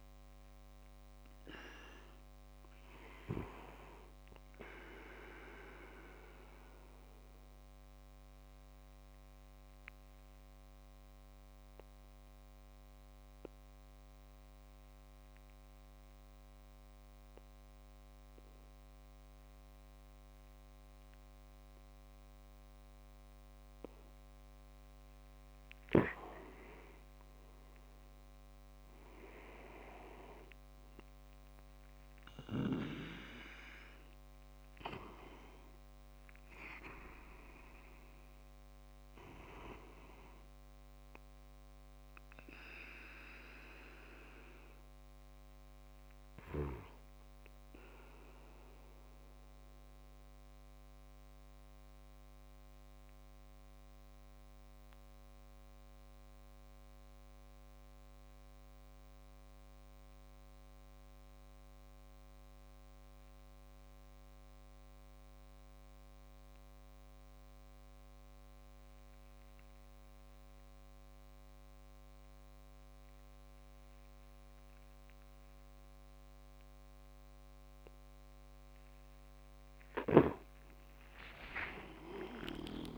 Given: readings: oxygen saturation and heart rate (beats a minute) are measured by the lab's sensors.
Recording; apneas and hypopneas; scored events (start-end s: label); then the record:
breathing in sleep by a microphone on the trachea; 2
0.00-15.50 s: oxygen desaturation (device-marked, oxygen 96% lowest)
6.00-25.50 s: obstructive apnea (oxygen 100% before, 95% lowest)
27.00-31.50 s: arousal
47.50-78.50 s: mixed apnea (oxygen 98% before, 93% lowest)
73.50-82.98 s: oxygen desaturation (device-marked, oxygen 98% before, 93% lowest)
79.50-82.98 s: snoring (device-marked)
From the record:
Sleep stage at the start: N2 (light sleep); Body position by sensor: on the back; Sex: male